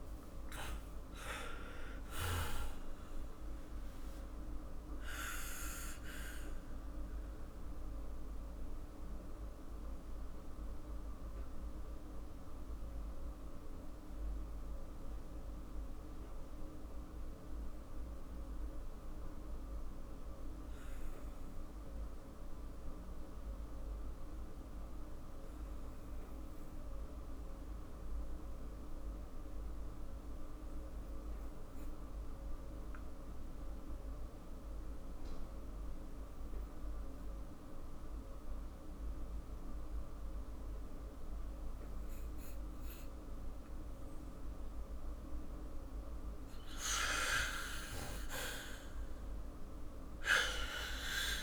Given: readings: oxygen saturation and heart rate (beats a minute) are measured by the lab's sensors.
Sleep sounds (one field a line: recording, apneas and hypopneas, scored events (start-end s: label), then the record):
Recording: breathing in sleep by a room microphone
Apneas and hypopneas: 1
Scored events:
0.00-2.00 s: arousal
5.00-46.50 s: mixed apnea (oxygen 99% before, 92% lowest, heart rate 55 before, 45 extreme, up 12 after)
31.50-43.50 s: oxygen desaturation (device-marked, oxygen 98% before, 94% lowest, heart rate 49 before, 46 extreme)
49.00-51.43 s: arousal
From the record:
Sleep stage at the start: N2 (light sleep)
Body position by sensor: on the back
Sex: male